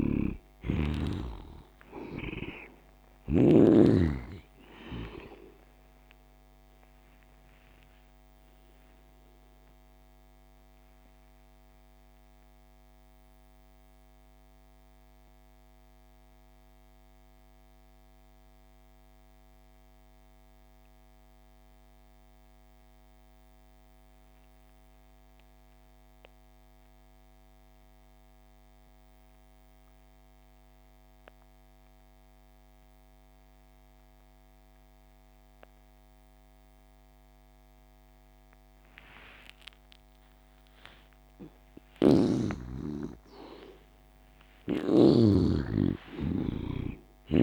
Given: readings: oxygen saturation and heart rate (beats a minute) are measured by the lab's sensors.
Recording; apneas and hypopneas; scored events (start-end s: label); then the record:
breathing in sleep by a microphone on the trachea; 1
0.00-2.00 s: arousal
0.00-27.00 s: oxygen desaturation (device-marked, oxygen 73% lowest)
11.00-40.50 s: mixed apnea (oxygen 97% before, 73% lowest)
36.00-47.43 s: oxygen desaturation (device-marked, oxygen 98% before, 75% lowest)
42.50-47.43 s: arousal
From the record:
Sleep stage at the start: N2 (light sleep); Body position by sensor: on the back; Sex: male